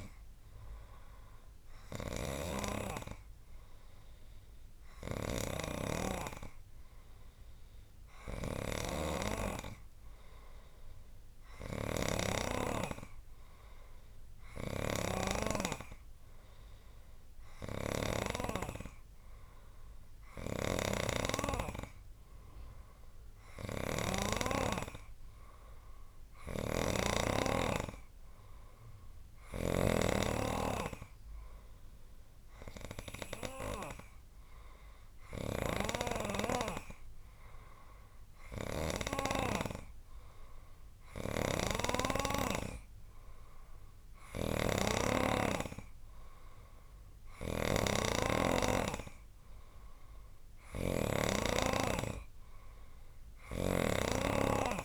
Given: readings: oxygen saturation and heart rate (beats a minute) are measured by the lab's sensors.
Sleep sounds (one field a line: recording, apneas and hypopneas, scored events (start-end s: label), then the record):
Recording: breathing in sleep by a room microphone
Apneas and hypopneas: none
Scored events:
2.00-18.50 s: snoring (device-marked)
20.50-39.00 s: snoring (device-marked)
41.00-54.85 s: snoring (device-marked)
From the record:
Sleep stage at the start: N3 (deep sleep)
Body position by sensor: on the right side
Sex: male